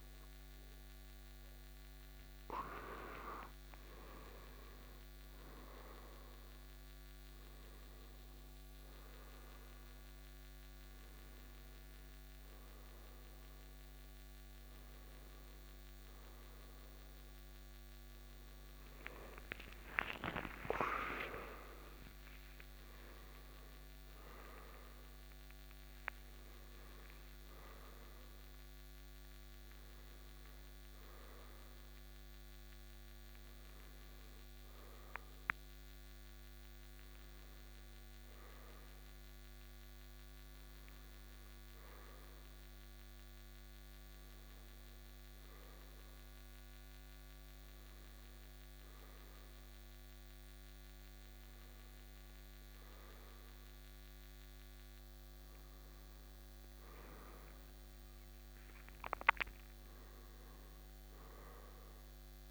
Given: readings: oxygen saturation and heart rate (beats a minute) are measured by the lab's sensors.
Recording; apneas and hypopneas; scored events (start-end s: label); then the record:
breathing in sleep by a microphone on the trachea; none
18.50-23.00 s: arousal
24.00-62.50 s: new sleep stage, N2 (light sleep)
From the record:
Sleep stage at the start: N1 (lightest sleep); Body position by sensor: on the right side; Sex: male